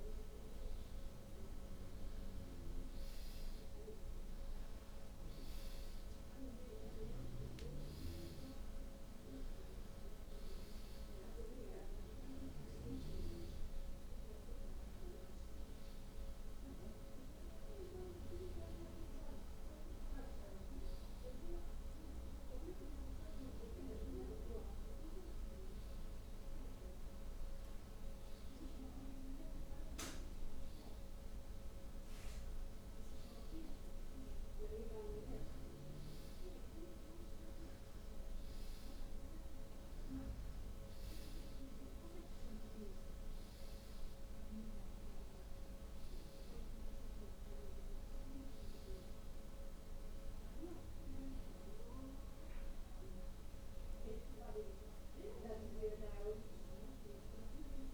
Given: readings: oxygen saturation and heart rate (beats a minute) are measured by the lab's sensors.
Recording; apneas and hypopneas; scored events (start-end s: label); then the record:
a person partly awake in a sleep study, by a room microphone; none
2.50-57.94 s: new sleep stage, N1 (lightest sleep)
From the record:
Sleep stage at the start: awake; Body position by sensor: on the back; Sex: female